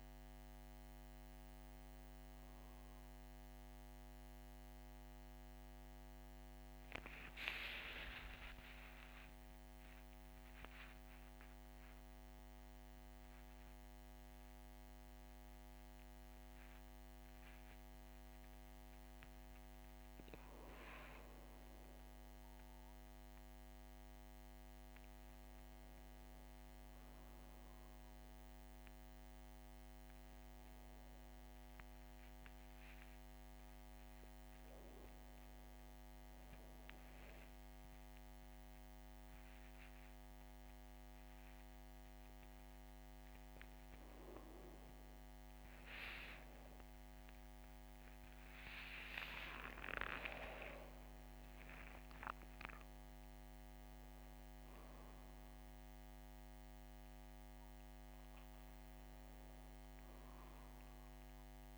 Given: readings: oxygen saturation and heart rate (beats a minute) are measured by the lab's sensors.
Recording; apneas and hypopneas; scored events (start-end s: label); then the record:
a person awake in a sleep study, by a microphone on the trachea; none
none scored
From the record:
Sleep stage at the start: awake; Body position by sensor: on the back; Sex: female